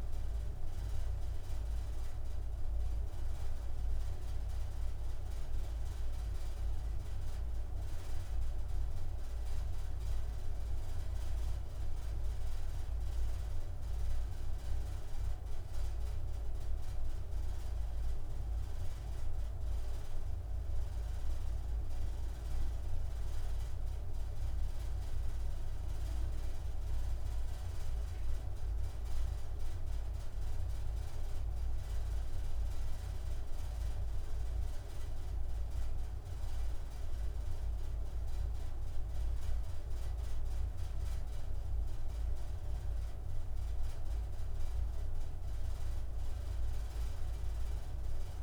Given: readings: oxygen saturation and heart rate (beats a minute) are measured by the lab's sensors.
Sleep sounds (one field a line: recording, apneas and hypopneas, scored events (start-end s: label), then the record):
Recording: a person awake in a sleep study, hard to hear, by a room microphone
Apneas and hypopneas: none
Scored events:
none scored
From the record:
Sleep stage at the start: awake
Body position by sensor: on the right side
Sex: male